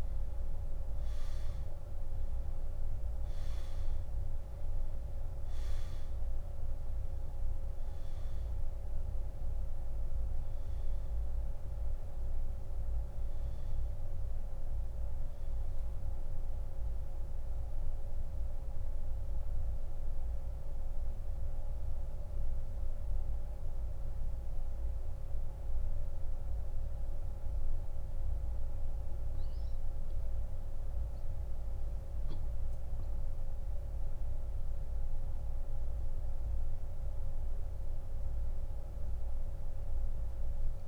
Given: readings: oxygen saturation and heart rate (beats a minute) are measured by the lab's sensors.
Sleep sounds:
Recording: breathing in sleep, hard to hear, by a room microphone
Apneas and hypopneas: none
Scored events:
2.00-19.00 s: oxygen desaturation (device-marked, oxygen 97% before, 93% lowest)
24.00-40.88 s: oxygen desaturation (device-marked, oxygen 94% before, 89% lowest)
From the record:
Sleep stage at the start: N2 (light sleep)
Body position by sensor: on the back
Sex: male

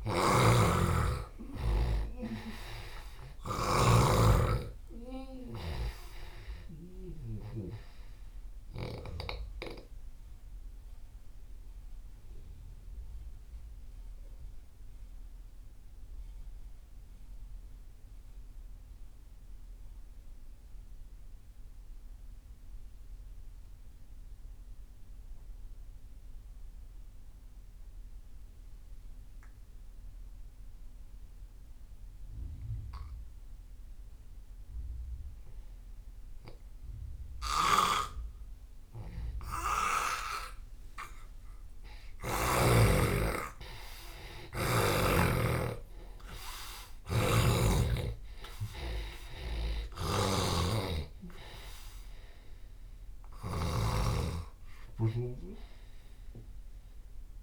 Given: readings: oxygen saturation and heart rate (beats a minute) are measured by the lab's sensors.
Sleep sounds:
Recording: breathing in sleep by a room microphone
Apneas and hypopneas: 1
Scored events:
0.00-1.00 s: arousal
0.00-7.00 s: snoring (device-marked)
4.00-22.00 s: oxygen desaturation (device-marked, oxygen 96% before, 88% lowest)
9.50-40.00 s: mixed apnea (oxygen 98% before, 85% lowest)
35.00-57.43 s: oxygen desaturation (device-marked, oxygen 98% before, 85% lowest)
37.00-42.50 s: snoring (device-marked)
43.00-47.50 s: arousal
47.00-53.50 s: snoring (device-marked)
From the record:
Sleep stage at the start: N2 (light sleep)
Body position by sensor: on the left side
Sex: male

